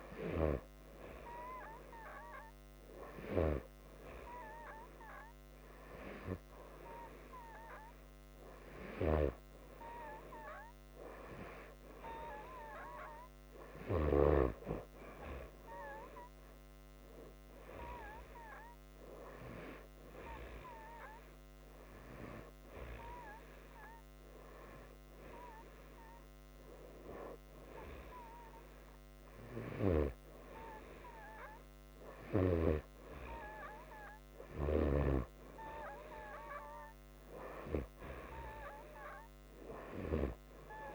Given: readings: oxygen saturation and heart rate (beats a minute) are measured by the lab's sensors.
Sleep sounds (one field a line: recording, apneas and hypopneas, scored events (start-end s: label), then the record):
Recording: breathing in sleep by a microphone on the trachea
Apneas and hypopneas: none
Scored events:
none scored
From the record:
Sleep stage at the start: N2 (light sleep)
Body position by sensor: upright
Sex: male